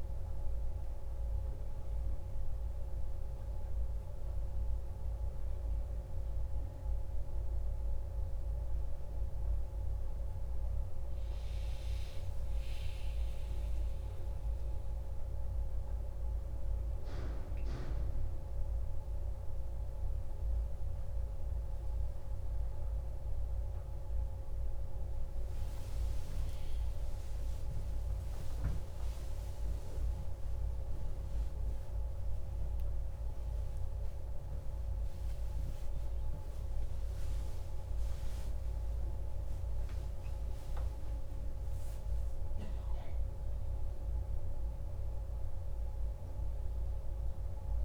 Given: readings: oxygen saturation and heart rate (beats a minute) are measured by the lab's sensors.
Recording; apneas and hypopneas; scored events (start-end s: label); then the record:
a person awake in a sleep study, hard to hear, by a room microphone; none
17.50-47.50 s: new sleep stage, awake
47.50-47.85 s: new sleep stage, N1 (lightest sleep)
From the record:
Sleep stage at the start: N1 (lightest sleep); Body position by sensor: on the back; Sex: male